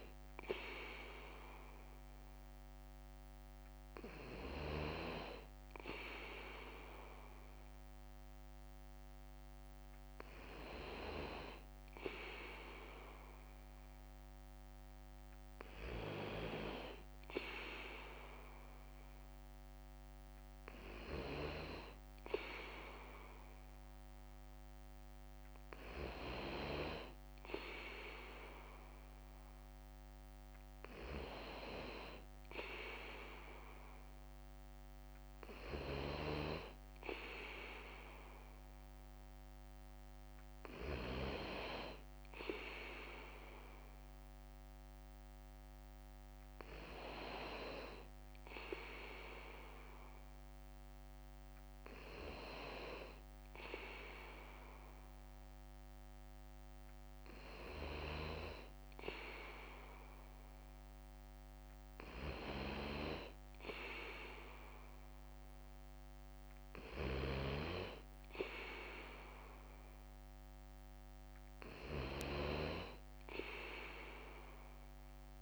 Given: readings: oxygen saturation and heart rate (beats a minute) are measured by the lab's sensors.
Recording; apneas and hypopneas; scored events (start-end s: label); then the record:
breathing in sleep by a microphone on the trachea; none
0.00-59.00 s: bradycardia (device-marked, heart rate 52 extreme)
62.00-75.42 s: bradycardia (device-marked, heart rate 58 before, 55 extreme)
From the record:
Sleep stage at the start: N2 (light sleep); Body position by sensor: on the back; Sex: male